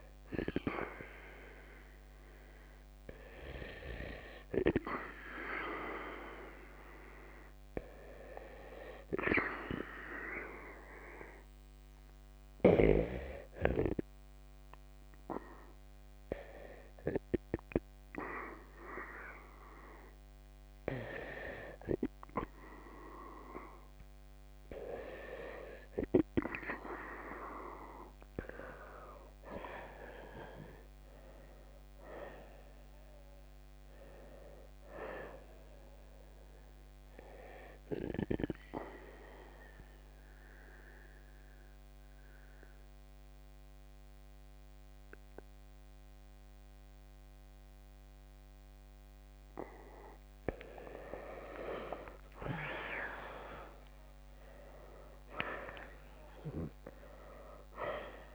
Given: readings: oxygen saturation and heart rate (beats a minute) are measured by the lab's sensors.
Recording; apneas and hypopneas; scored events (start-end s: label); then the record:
breathing in sleep by a microphone on the trachea; 1
0.00-2.00 s: oxygen desaturation (device-marked, oxygen 86% lowest, heart rate 54 extreme)
28.00-37.00 s: oxygen desaturation (device-marked, oxygen 91% before, 88% lowest, heart rate 75 before, 53 extreme)
32.50-36.50 s: arousal
39.00-50.00 s: central apnea (oxygen 92% before, 87% lowest, heart rate 63 before, 53 extreme, up 46 after)
53.50-56.50 s: arousal
From the record:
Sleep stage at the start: N2 (light sleep); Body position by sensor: on the right side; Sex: male